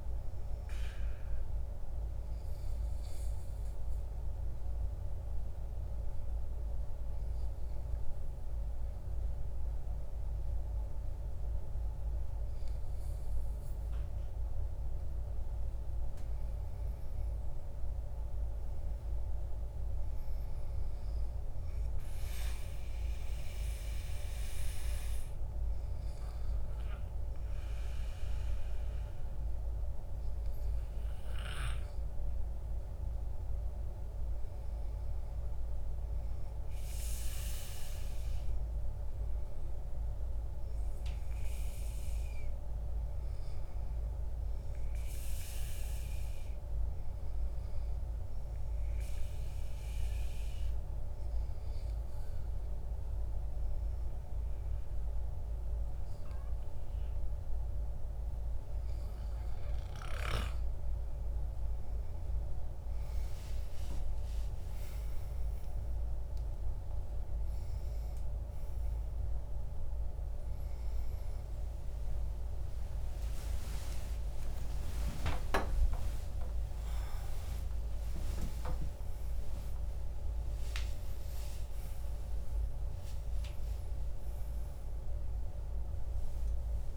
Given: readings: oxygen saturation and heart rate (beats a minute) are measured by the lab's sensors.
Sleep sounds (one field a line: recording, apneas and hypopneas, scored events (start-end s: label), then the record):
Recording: breathing in sleep, hard to hear, by a room microphone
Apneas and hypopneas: 2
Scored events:
2.00-14.50 s: obstructive apnea (oxygen 96% before, 93% lowest, heart rate 62 before, 50 extreme, up 9 after)
16.00-20.50 s: arousal
49.00-60.00 s: obstructive apnea (oxygen 97% before, 93% lowest, heart rate 58 before, 58 extreme, up 29 after)
69.50-86.97 s: oxygen desaturation (device-marked, oxygen 97% before, 93% lowest, heart rate 66 before, 55 extreme)
74.50-86.97 s: new sleep stage, awake
From the record:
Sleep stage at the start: N2 (light sleep)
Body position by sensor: on the back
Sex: male